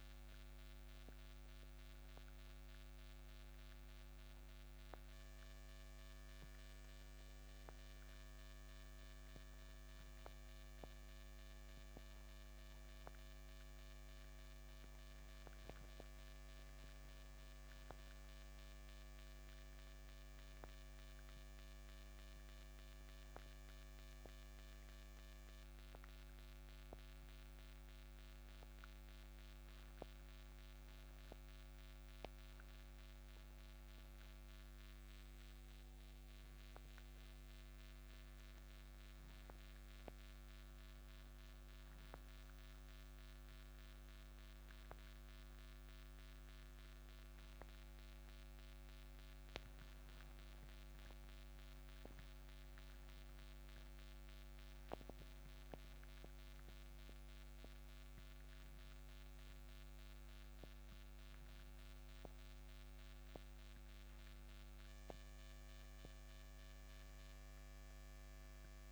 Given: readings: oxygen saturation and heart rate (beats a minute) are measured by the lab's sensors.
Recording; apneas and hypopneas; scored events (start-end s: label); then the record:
breathing in sleep, hard to hear, by a microphone on the trachea; none
none scored
From the record:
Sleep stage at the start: N2 (light sleep); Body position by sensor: on the right side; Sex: male